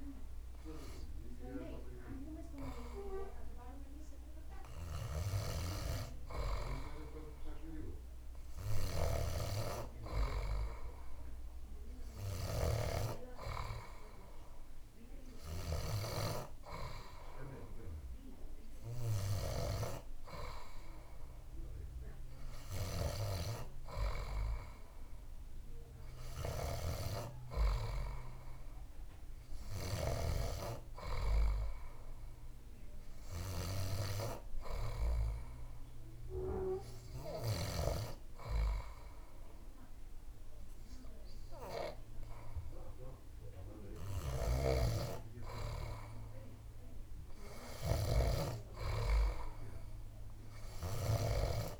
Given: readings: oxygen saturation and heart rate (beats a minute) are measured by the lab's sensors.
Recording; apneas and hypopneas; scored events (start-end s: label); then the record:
breathing in sleep by a room microphone; none
none scored
From the record:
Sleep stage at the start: N2 (light sleep); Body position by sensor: on the back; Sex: male